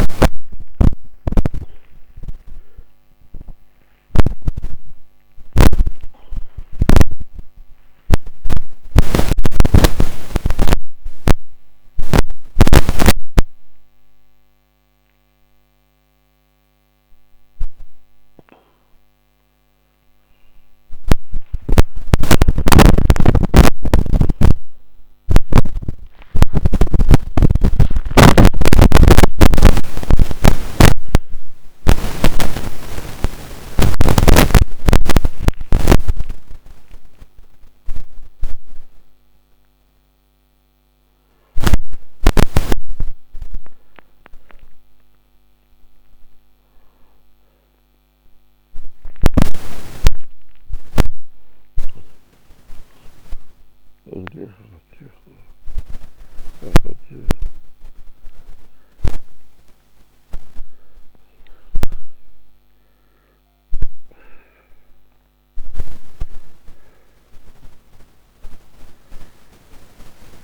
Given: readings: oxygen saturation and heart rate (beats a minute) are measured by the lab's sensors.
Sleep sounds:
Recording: a person awake in a sleep study, by a microphone on the trachea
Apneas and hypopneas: none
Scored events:
none scored
From the record:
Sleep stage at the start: awake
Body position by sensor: on the back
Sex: male

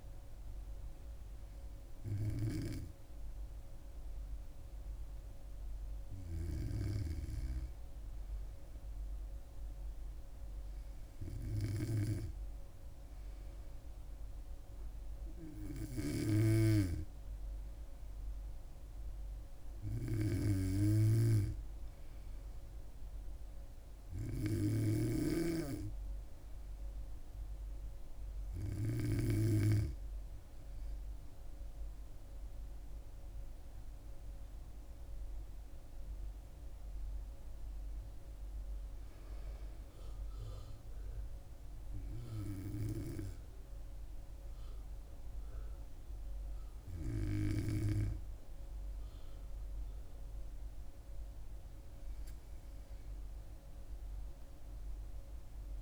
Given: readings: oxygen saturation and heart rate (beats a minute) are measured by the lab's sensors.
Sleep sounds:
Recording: breathing in sleep by a room microphone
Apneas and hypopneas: none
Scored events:
none scored
From the record:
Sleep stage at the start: N2 (light sleep)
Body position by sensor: on the back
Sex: female

